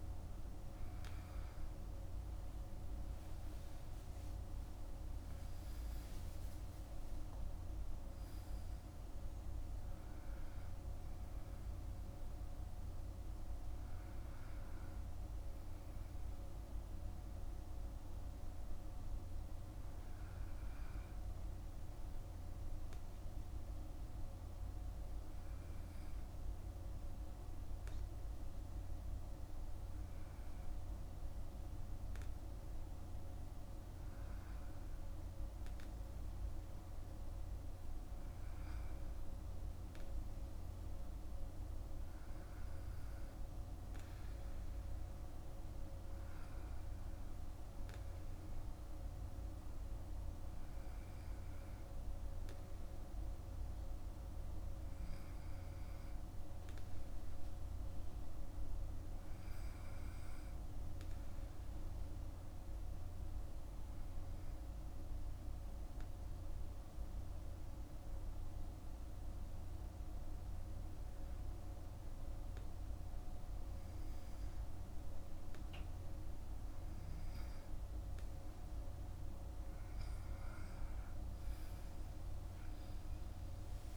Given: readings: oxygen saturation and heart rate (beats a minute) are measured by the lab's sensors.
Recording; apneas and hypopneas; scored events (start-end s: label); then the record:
breathing in sleep, hard to hear, by a room microphone; 1
2.50-7.50 s: arousal
59.50-76.50 s: hypopnea (oxygen 99% before, 95% lowest, heart rate 55 before, 53 extreme, up 13 after)
79.50-83.96 s: arousal
From the record:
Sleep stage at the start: REM sleep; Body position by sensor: on the back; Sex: male